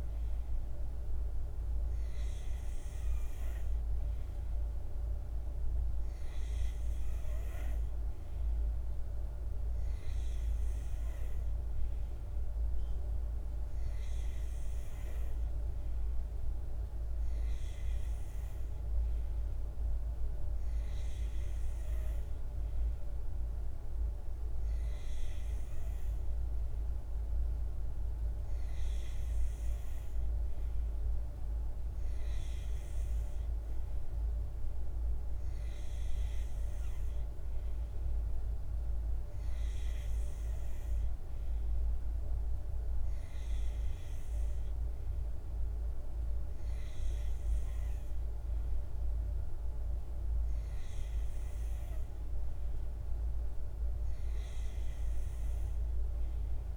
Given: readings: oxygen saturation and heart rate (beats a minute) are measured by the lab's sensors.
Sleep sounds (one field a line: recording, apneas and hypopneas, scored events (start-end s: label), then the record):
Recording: breathing in sleep, hard to hear, by a room microphone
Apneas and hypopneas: none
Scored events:
none scored
From the record:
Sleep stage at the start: N2 (light sleep)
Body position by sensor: on the back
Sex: male